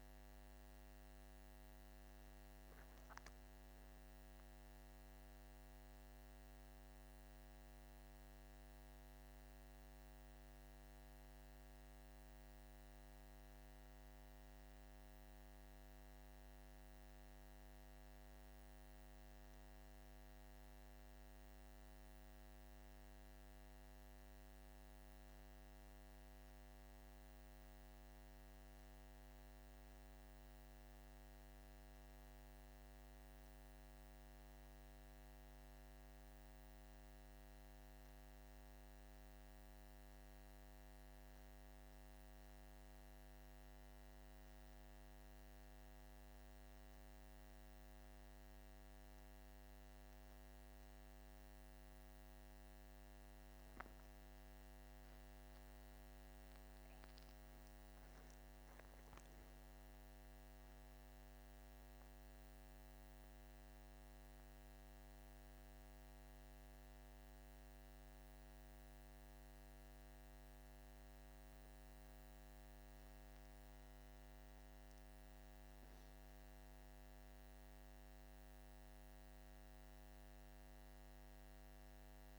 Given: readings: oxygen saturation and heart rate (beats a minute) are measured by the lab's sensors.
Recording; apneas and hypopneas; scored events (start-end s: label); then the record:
breathing in sleep, hard to hear, by a microphone on the trachea; none
none scored
From the record:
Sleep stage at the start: N1 (lightest sleep); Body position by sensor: on the back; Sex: male